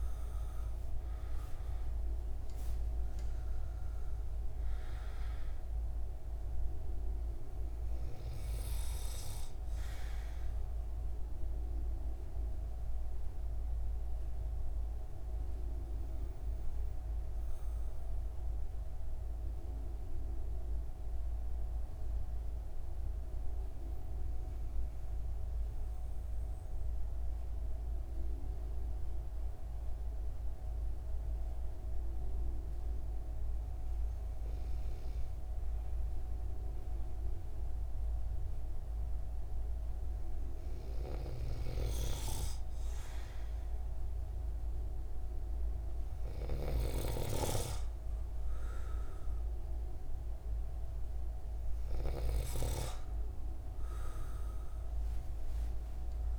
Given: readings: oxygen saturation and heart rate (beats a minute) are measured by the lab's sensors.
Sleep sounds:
breathing in sleep by a room microphone; 1
13.00-37.00 s: hypopnea (oxygen 97% before, 94% lowest)
40.50-45.00 s: arousal
From the record:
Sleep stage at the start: N2 (light sleep); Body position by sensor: on the right side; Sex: male

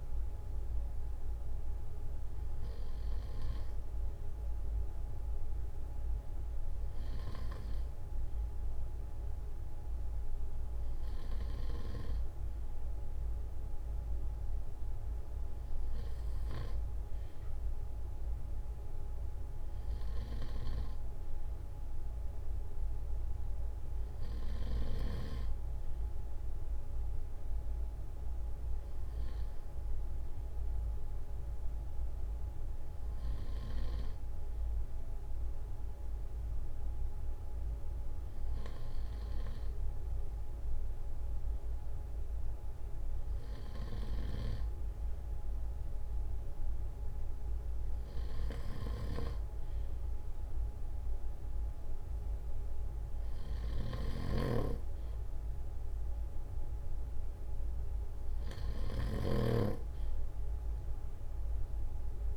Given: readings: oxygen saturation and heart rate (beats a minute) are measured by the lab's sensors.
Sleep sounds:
breathing in sleep by a room microphone; none
43.50-62.36 s: snoring (device-marked)
From the record:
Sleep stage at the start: N2 (light sleep); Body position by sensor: on the front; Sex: male

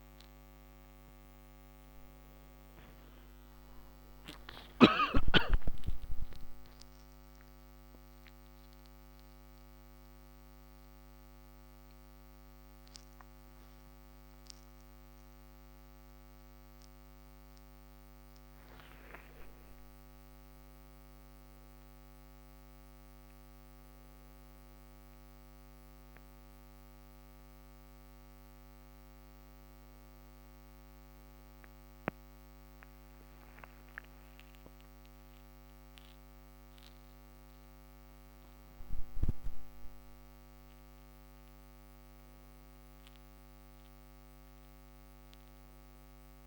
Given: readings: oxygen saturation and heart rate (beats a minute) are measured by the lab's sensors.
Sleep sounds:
breathing in sleep, hard to hear, by a microphone on the trachea; none
none scored
From the record:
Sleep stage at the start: N1 (lightest sleep); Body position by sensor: on the back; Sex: male

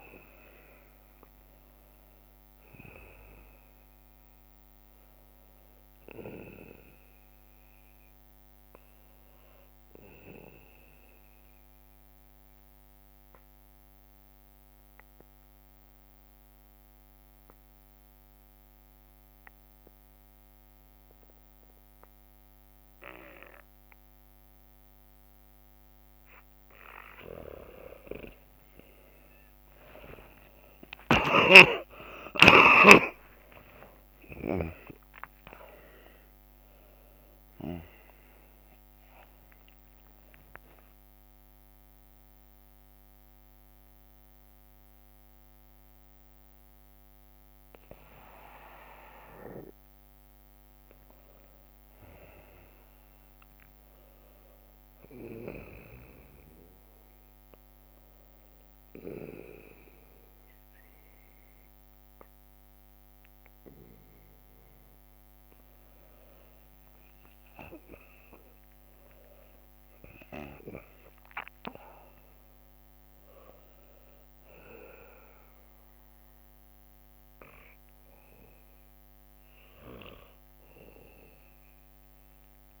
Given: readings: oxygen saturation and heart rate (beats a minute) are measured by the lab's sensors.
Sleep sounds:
breathing in sleep by a microphone on the trachea; 2
0.00-17.00 s: oxygen desaturation (device-marked, oxygen 99% before, 95% lowest, heart rate 59 before, 54 extreme)
4.00-26.00 s: bradycardia (device-marked, heart rate 63 before, 54 extreme)
8.00-14.50 s: leg movement (device-marked)
12.00-25.50 s: obstructive apnea (oxygen 99% before, 92% lowest, heart rate 62 before, 55 extreme, up 19 after)
15.00-21.00 s: drop in pulse transit time (device-marked, heart rate 61 before, 55 extreme)
16.00-22.00 s: leg movement (device-marked)
25.00-36.00 s: drop in pulse transit time (device-marked, heart rate 56 before, 56 extreme)
28.00-36.50 s: leg movement (device-marked)
29.00-33.50 s: arousal
29.00-52.00 s: oxygen desaturation (device-marked, oxygen 99% before, 92% lowest, heart rate 56 before, 61 extreme)
30.00-32.00 s: long interval between heartbeats (device-marked, heart rate 56 before, 69 extreme)
30.50-34.50 s: snoring (device-marked)
42.00-49.00 s: leg movement (device-marked)
50.00-57.00 s: leg movement (device-marked)
56.00-66.50 s: hypopnea (oxygen 100% before, 89% lowest, heart rate 67 before, 61 extreme, up 8 after)
68.00-72.00 s: arousal
70.50-74.00 s: leg movement (device-marked)
From the record:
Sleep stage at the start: N2 (light sleep); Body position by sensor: on the back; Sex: male

